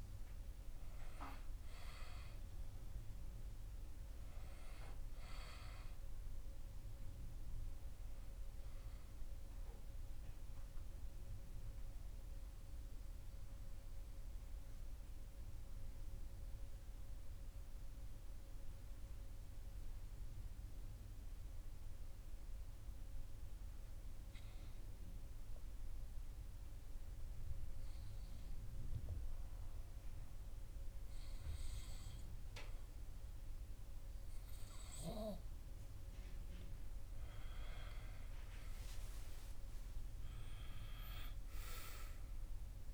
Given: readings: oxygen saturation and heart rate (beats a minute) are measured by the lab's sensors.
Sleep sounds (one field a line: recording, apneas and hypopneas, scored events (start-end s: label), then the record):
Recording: breathing in sleep by a room microphone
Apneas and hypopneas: 1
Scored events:
9.00-35.00 s: mixed apnea (oxygen 97% before, 94% lowest)
36.00-40.50 s: arousal
From the record:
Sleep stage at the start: N2 (light sleep)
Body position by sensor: on the back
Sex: male